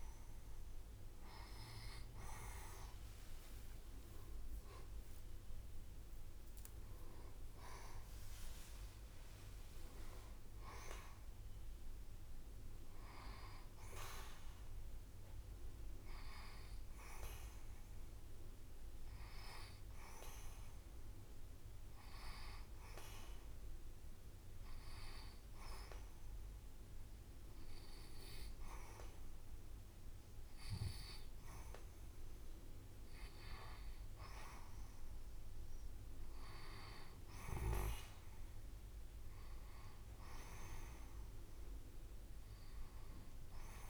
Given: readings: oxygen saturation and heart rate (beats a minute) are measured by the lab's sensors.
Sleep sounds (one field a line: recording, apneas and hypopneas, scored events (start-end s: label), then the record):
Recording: breathing in sleep by a room microphone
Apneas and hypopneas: none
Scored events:
2.50-7.50 s: arousal
From the record:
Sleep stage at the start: N2 (light sleep)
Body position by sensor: on the left side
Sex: female